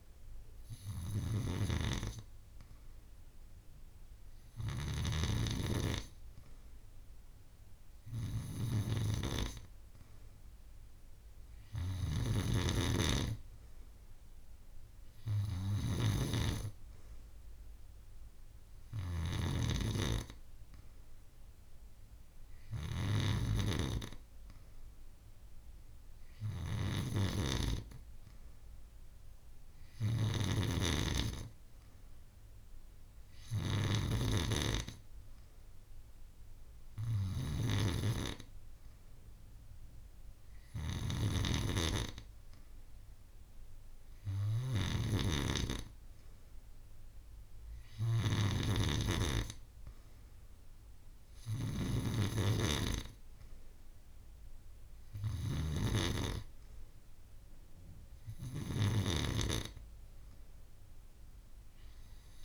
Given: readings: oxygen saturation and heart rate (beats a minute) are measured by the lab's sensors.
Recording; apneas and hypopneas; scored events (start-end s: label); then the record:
breathing in sleep by a room microphone; none
none scored
From the record:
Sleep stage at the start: N2 (light sleep); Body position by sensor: on the back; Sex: female